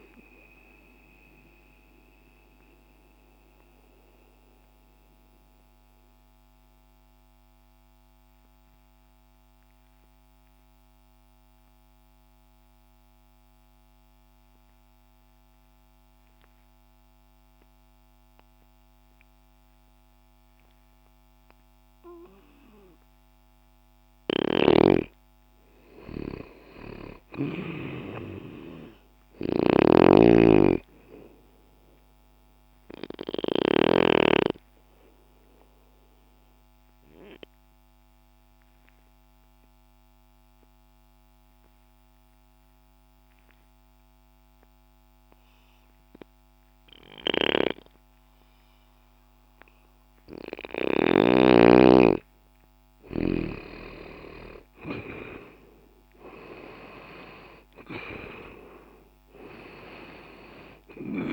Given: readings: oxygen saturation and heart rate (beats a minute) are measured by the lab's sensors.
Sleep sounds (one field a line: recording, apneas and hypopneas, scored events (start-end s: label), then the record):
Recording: breathing in sleep by a microphone on the trachea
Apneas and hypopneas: 2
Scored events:
0.50-23.00 s: mixed apnea (oxygen 95% before, 84% lowest, heart rate 62 before, 60 extreme, up 0 after)
17.00-26.00 s: oxygen desaturation (device-marked, oxygen 92% before, 85% lowest, heart rate 62 before, 60 extreme)
24.00-34.00 s: snoring (device-marked)
25.50-29.50 s: arousal
34.50-52.50 s: obstructive apnea (oxygen 97% before, 84% lowest, heart rate 60 before, 59 extreme, up 3 after)
42.00-56.00 s: oxygen desaturation (device-marked, oxygen 97% before, 88% lowest, heart rate 60 before, 59 extreme)
47.00-51.00 s: snoring (device-marked)
54.00-58.00 s: arousal
From the record:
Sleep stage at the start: N2 (light sleep)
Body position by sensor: on the left side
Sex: male